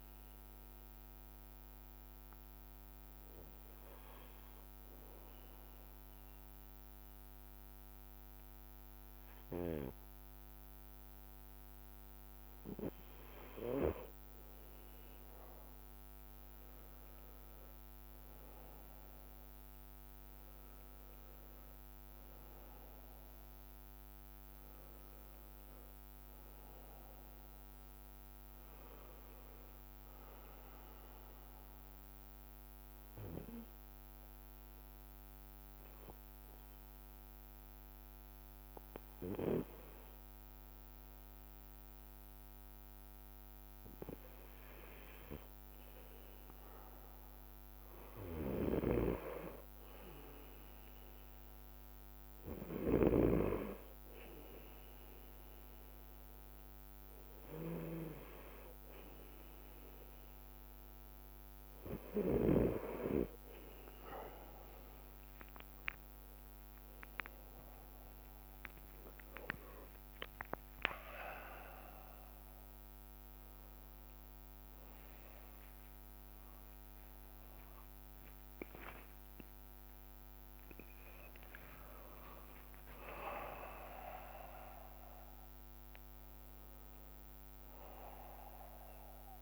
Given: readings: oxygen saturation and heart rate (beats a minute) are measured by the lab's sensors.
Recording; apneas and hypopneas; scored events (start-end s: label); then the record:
breathing in sleep by a microphone on the trachea; 2
0.00-13.50 s: bradycardia (device-marked, heart rate 56 extreme)
0.50-13.00 s: hypopnea (oxygen 92% before, 91% lowest, heart rate 58 before, 57 extreme, up 4 after)
17.00-22.00 s: arousal
19.50-61.50 s: bradycardia (device-marked, heart rate 62 before, 55 extreme)
28.00-45.00 s: obstructive apnea (oxygen 93% before, 91% lowest, heart rate 59 before, 55 extreme, up 2 after)
65.00-67.00 s: long interval between heartbeats (device-marked, heart rate 57 before, 65 extreme)
69.50 s: drop in pulse transit time (device-marked)
70.00-72.00 s: long interval between heartbeats (device-marked, heart rate 59 before, 76 extreme)
71.50-89.42 s: drop in pulse transit time (device-marked, heart rate 61 before, 61 extreme)
78.00-83.00 s: arousal
79.00-81.00 s: long interval between heartbeats (device-marked, heart rate 65 before, 70 extreme)
From the record:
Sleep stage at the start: N2 (light sleep); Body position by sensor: on the right side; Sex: male